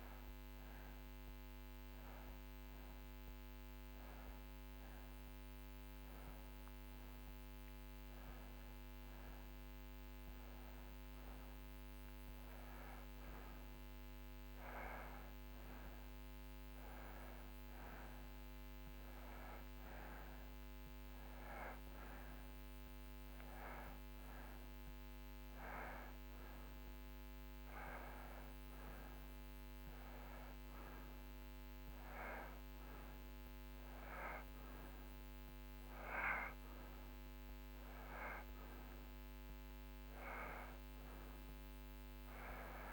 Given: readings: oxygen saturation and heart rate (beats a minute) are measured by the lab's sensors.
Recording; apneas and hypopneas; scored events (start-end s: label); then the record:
breathing in sleep by a microphone on the trachea; none
none scored
From the record:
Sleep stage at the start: N2 (light sleep); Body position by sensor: on the right side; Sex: male